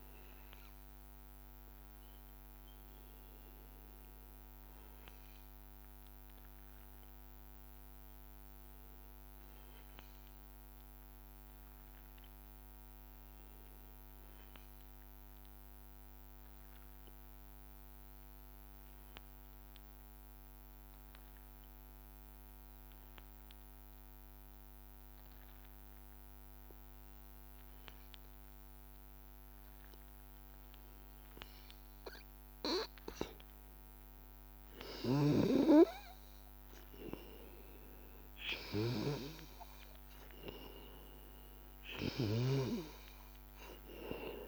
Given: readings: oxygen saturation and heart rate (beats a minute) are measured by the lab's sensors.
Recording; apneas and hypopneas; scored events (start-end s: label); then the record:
breathing in sleep by a microphone on the trachea; 1
0.00-4.00 s: oxygen desaturation (device-marked, oxygen 93% lowest, heart rate 81 extreme)
6.00-9.50 s: arousal
12.50-33.50 s: obstructive apnea (oxygen 98% before, 91% lowest, heart rate 83 before, 81 extreme, up 1 after)
24.00-44.48 s: oxygen desaturation (device-marked, oxygen 98% before, 91% lowest, heart rate 82 before, 82 extreme)
35.00-39.00 s: arousal
From the record:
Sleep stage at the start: N2 (light sleep); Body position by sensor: on the back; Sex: male